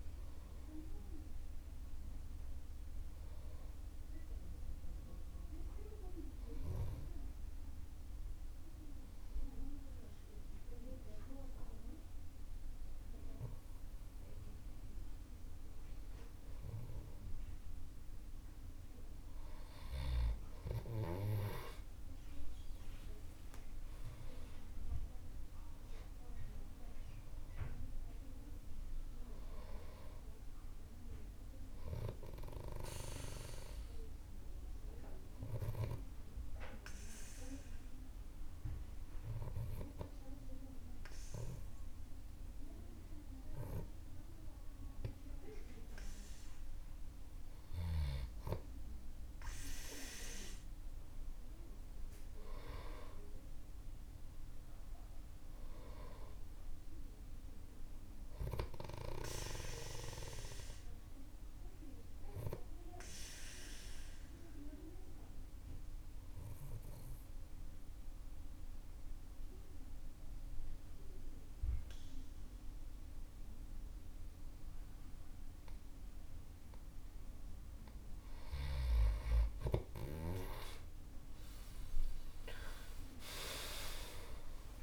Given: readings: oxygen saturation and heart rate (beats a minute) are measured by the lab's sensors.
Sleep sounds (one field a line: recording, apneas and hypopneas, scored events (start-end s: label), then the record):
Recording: breathing in sleep by a room microphone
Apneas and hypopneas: 3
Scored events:
6.50-18.50 s: obstructive apnea (oxygen 98% before, 94% lowest, heart rate 64 before, 49 extreme)
22.50-26.00 s: arousal
34.00-47.50 s: obstructive apnea (oxygen 97% before, 94% lowest, heart rate 81 before, 49 extreme, up 12 after)
51.00-54.50 s: arousal
51.50-56.50 s: oxygen desaturation (device-marked, oxygen 97% before, 94% lowest, heart rate 51 before, 49 extreme)
63.00-77.50 s: obstructive apnea (oxygen 97% before, 95% lowest, heart rate 55 before, 49 extreme)
78.50-84.83 s: oxygen desaturation (device-marked, oxygen 99% before, 96% lowest, heart rate 51 before, 53 extreme)
81.50-84.83 s: arousal
From the record:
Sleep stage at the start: N2 (light sleep)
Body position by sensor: on the back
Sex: male